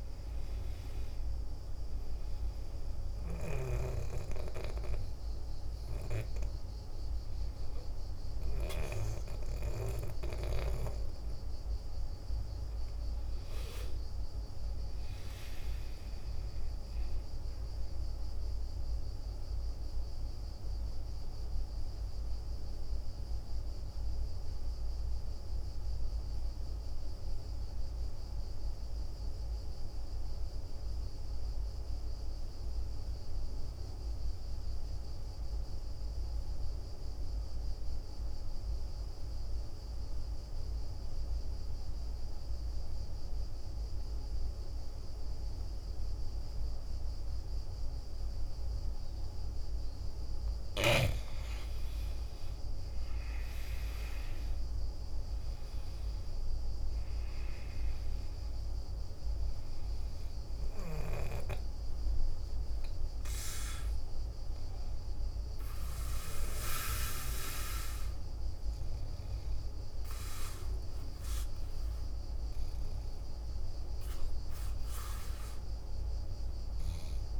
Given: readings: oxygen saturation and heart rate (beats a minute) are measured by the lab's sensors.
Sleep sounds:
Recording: breathing in sleep by a room microphone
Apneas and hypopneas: 1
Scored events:
0.00-16.00 s: oxygen desaturation (device-marked, oxygen 88% lowest, heart rate 48 extreme)
16.50-50.50 s: mixed apnea (oxygen 98% before, 86% lowest, heart rate 56 before, 48 extreme, up 11 after)
46.00-77.40 s: oxygen desaturation (device-marked, oxygen 98% before, 86% lowest, heart rate 50 before, 50 extreme)
52.00-56.50 s: arousal
From the record:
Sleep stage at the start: N2 (light sleep)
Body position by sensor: on the back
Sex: male

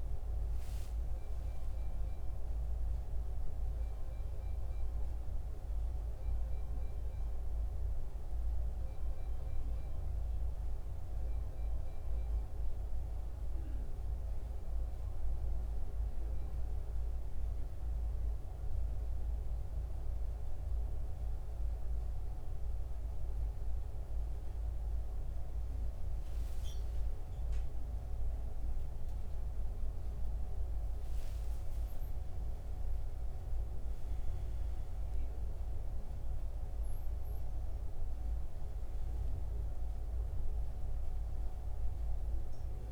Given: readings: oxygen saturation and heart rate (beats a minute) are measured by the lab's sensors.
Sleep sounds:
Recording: breathing in sleep, hard to hear, by a room microphone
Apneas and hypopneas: 1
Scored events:
0.00-16.00 s: oxygen desaturation (device-marked, oxygen 89% lowest, heart rate 67 extreme)
14.50-24.50 s: mixed apnea (oxygen 94% before, 89% lowest, heart rate 73 before, 67 extreme, up 7 after)
26.50-30.00 s: arousal
From the record:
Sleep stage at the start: N2 (light sleep)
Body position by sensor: on the back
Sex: male

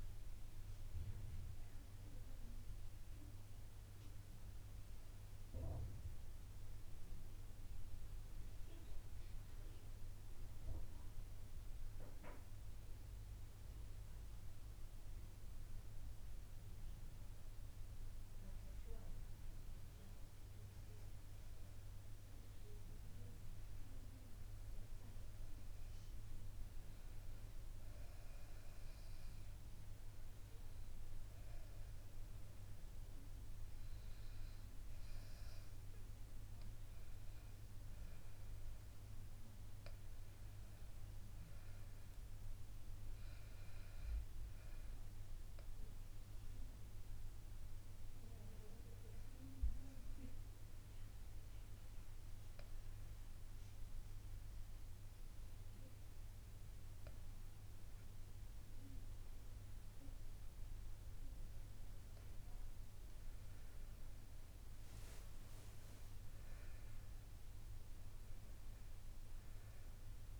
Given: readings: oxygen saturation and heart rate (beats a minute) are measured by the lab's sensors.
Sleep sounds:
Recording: breathing in sleep, hard to hear, by a room microphone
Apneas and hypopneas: 1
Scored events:
7.00-67.00 s: new sleep stage, N2 (light sleep)
42.00-46.00 s: arousal
50.00-63.00 s: obstructive apnea (oxygen 98% before, 94% lowest, heart rate 72 before, 71 extreme, up 2 after)
67.00-70.40 s: new sleep stage, N1 (lightest sleep)
67.50-70.40 s: arousal
From the record:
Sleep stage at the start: N1 (lightest sleep)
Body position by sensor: on the back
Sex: female

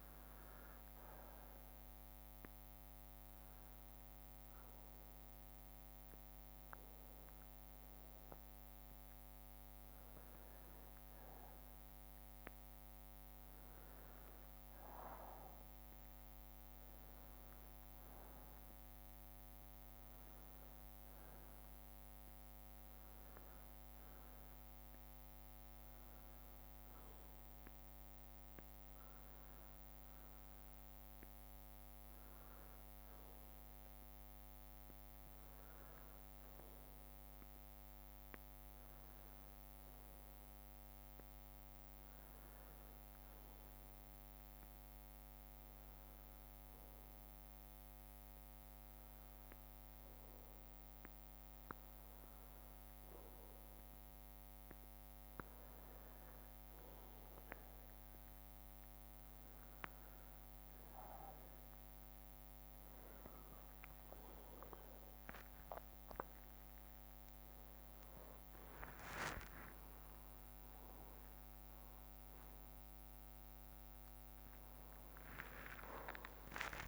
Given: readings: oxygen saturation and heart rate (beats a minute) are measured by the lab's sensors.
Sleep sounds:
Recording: breathing in sleep by a microphone on the trachea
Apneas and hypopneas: none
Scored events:
68.00-70.00 s: long interval between heartbeats (device-marked, heart rate 66 before, 76 extreme)
From the record:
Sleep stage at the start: N1 (lightest sleep)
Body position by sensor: on the right side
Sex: male

